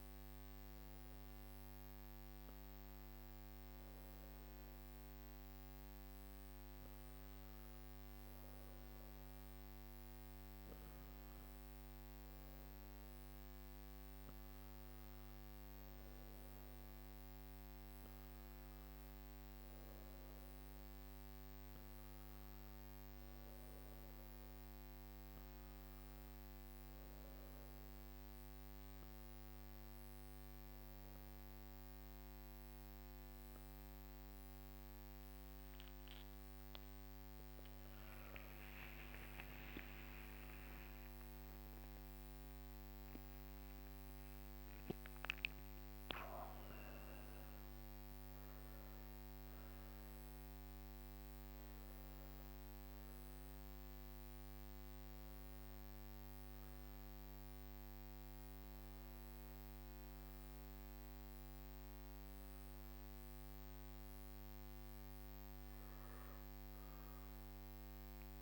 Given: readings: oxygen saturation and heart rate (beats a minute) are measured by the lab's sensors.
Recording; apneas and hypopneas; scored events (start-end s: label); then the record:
breathing in sleep, hard to hear, by a microphone on the trachea; none
none scored
From the record:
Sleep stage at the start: N3 (deep sleep); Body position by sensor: on the back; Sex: male